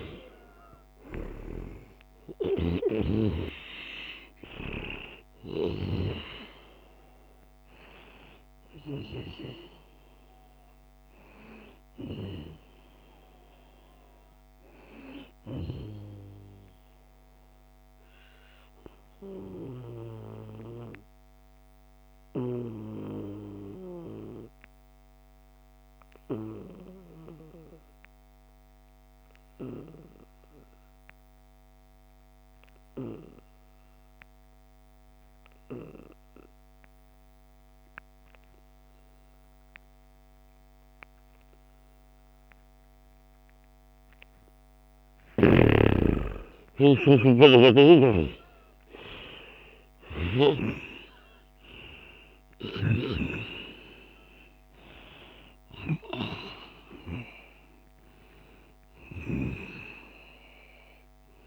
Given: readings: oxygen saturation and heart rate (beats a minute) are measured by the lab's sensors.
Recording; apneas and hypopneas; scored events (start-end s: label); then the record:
breathing in sleep by a microphone on the trachea; 1
0.00-21.50 s: oxygen desaturation (device-marked, oxygen 89% lowest, heart rate 68 extreme)
3.00-5.00 s: long interval between heartbeats (device-marked, heart rate 74 before, 85 extreme)
18.00-44.50 s: obstructive apnea (oxygen 96% before, 88% lowest, heart rate 83 before, 68 extreme, up 4 after)
38.50-61.47 s: oxygen desaturation (device-marked, oxygen 96% before, 88% lowest, heart rate 74 before, 68 extreme)
46.00-51.50 s: arousal
From the record:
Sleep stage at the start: N2 (light sleep); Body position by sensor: on the back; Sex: male